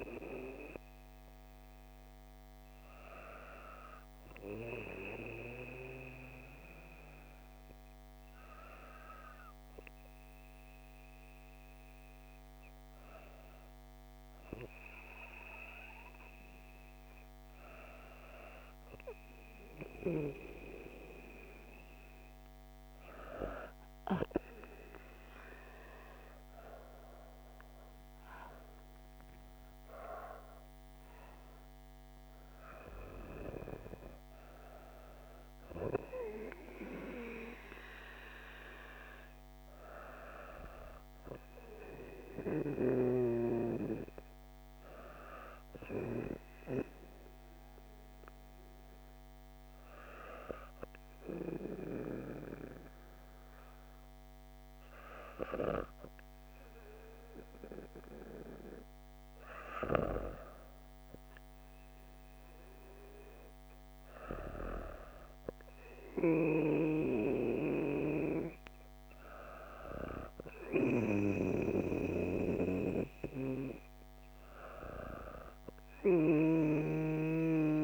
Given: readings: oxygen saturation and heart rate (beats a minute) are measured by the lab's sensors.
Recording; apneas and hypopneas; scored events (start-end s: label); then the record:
breathing in sleep by a microphone on the trachea; 1
27.50-32.50 s: arousal
46.00-57.50 s: hypopnea (oxygen 97% before, 96% lowest, heart rate 41 before, 40 extreme, up 47 after)
59.50-62.50 s: arousal
From the record:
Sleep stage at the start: N2 (light sleep); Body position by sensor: on the back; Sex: female